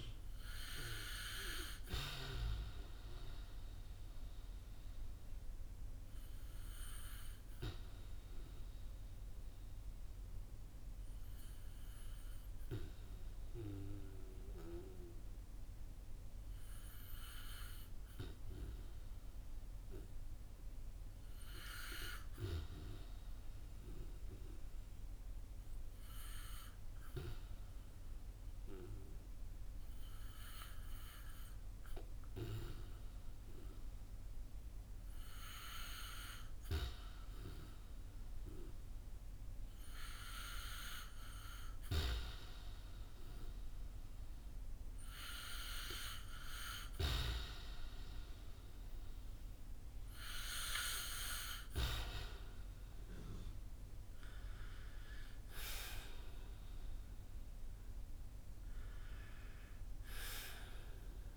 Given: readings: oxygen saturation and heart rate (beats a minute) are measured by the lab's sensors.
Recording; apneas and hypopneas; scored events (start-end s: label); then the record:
breathing in sleep by a room microphone; 1
0.00-18.50 s: oxygen desaturation (device-marked, oxygen 92% lowest, heart rate 54 extreme)
4.50-35.50 s: obstructive apnea (oxygen 97% before, 89% lowest, heart rate 60 before, 57 extreme, up 4 after)
39.00-44.00 s: arousal
48.50-61.37 s: oxygen desaturation (device-marked, oxygen 94% before, 89% lowest, heart rate 61 before, 51 extreme)
From the record:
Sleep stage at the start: REM sleep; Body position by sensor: on the back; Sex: male